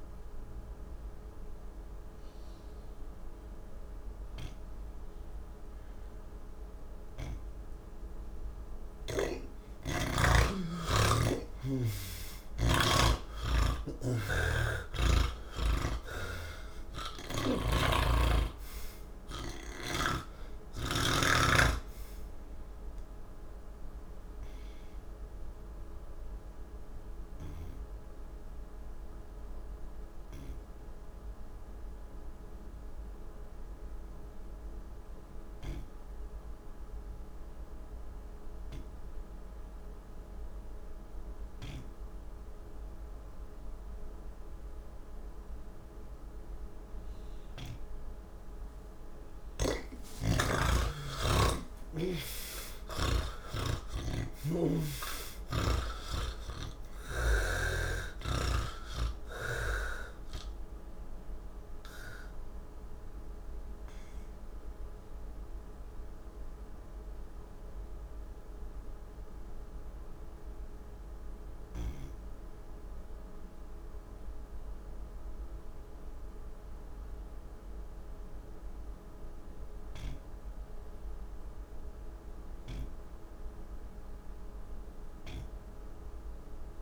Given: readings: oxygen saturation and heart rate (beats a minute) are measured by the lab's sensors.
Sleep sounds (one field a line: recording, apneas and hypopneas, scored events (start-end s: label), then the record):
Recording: breathing in sleep by a room microphone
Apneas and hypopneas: none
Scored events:
13.50-20.00 s: snoring (device-marked)
17.50-44.50 s: oxygen desaturation (device-marked, oxygen 94% before, 83% lowest, heart rate 77 before, 68 extreme)
64.50-83.50 s: oxygen desaturation (device-marked, oxygen 90% before, 83% lowest, heart rate 74 before, 65 extreme)
From the record:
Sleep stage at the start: N2 (light sleep)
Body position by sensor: on the back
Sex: male